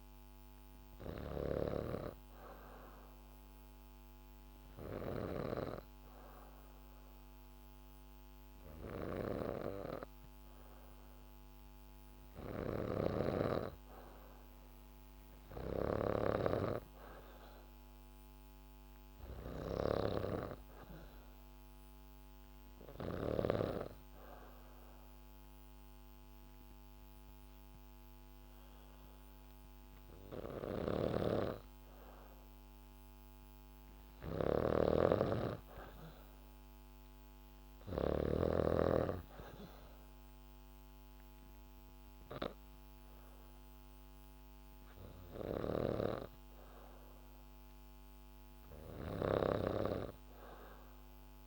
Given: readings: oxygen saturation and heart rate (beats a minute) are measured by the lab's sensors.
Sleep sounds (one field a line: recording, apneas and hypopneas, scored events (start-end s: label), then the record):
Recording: breathing in sleep by a microphone on the trachea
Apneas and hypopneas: 1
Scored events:
0.00-5.00 s: snoring (device-marked)
1.50-12.50 s: obstructive apnea (oxygen 95% before, 91% lowest, heart rate 73 before, 71 extreme, up 2 after)
12.00-23.00 s: snoring (device-marked)
15.00-17.50 s: arousal
30.50-38.00 s: snoring (device-marked)
40.00-50.00 s: oxygen desaturation (device-marked, oxygen 95% before, 91% lowest, heart rate 73 before, 71 extreme)
45.00-51.47 s: snoring (device-marked)
From the record:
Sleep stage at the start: N3 (deep sleep)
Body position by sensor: on the back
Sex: female